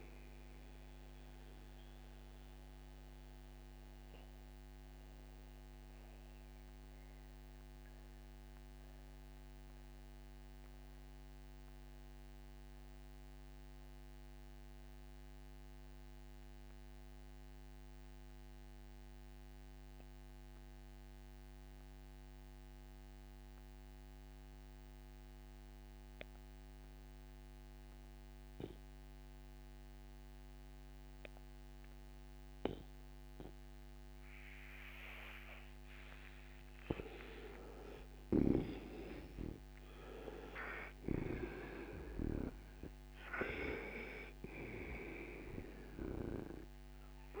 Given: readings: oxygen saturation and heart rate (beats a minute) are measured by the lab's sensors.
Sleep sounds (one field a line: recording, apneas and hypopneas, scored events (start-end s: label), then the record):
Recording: breathing in sleep by a microphone on the trachea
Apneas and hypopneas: 1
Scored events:
0.00-23.00 s: oxygen desaturation (device-marked, oxygen 76% lowest, heart rate 58 extreme)
1.00-35.00 s: mixed apnea (oxygen 98% before, 76% lowest, heart rate 72 before, 58 extreme, up 27 after)
35.50-40.50 s: arousal
39.00-47.40 s: oxygen desaturation (device-marked, oxygen 98% before, 81% lowest, heart rate 65 before, 60 extreme)
From the record:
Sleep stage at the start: N2 (light sleep)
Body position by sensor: on the right side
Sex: male